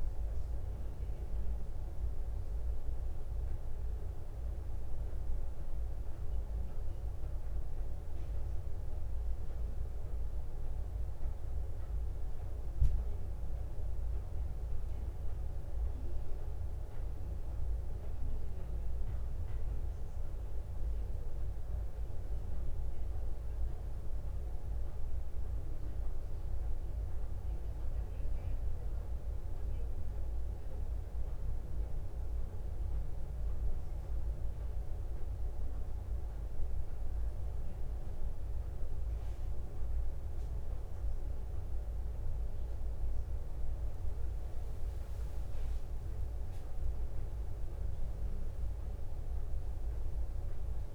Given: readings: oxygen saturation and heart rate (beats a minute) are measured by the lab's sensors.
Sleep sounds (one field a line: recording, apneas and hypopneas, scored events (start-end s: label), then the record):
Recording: breathing in sleep, hard to hear, by a room microphone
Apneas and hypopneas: none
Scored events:
none scored
From the record:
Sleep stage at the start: N2 (light sleep)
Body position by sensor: on the back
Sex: female